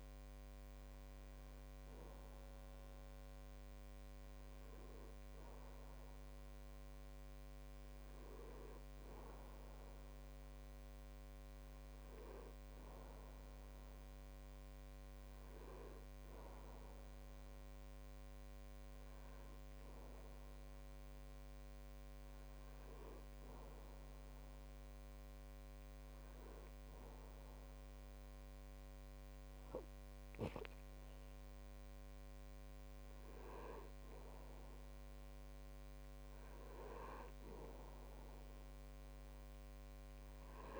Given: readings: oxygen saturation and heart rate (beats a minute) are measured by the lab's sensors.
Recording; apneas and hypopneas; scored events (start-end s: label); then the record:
breathing in sleep, hard to hear, by a microphone on the trachea; none
none scored
From the record:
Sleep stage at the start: N2 (light sleep); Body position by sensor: on the back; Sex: male